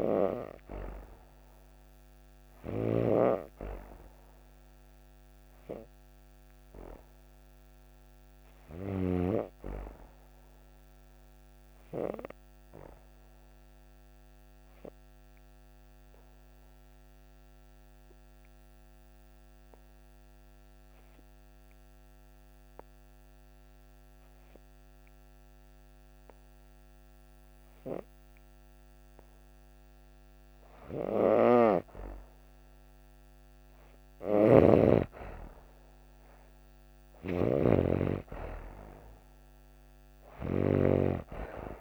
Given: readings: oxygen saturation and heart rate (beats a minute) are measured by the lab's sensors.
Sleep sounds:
breathing in sleep by a microphone on the trachea; 1
0.00-1.50 s: arousal
2.50-9.00 s: snoring (device-marked)
7.50-20.50 s: oxygen desaturation (device-marked, oxygen 97% before, 93% lowest)
13.50-30.50 s: obstructive apnea (oxygen 97% before, 91% lowest)
33.00-36.50 s: arousal
34.00-40.50 s: snoring (device-marked)
From the record:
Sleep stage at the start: N2 (light sleep); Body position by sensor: on the back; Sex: female

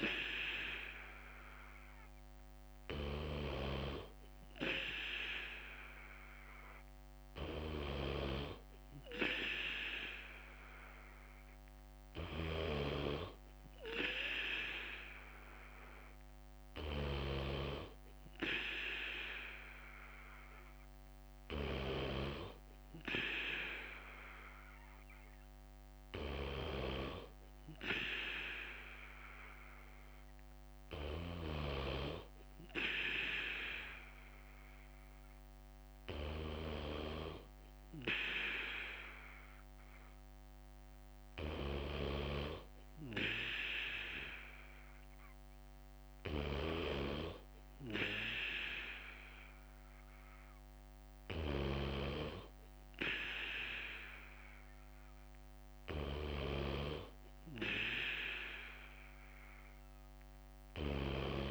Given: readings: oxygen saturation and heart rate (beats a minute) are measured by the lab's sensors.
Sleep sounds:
breathing in sleep by a microphone on the trachea; none
0.00-53.50 s: bradycardia (device-marked, heart rate 53 extreme)
3.50-61.50 s: new sleep stage, N3 (deep sleep)
54.50-61.50 s: bradycardia (device-marked, heart rate 59 before, 59 extreme)
From the record:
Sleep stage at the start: N2 (light sleep); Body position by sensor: on the back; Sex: male

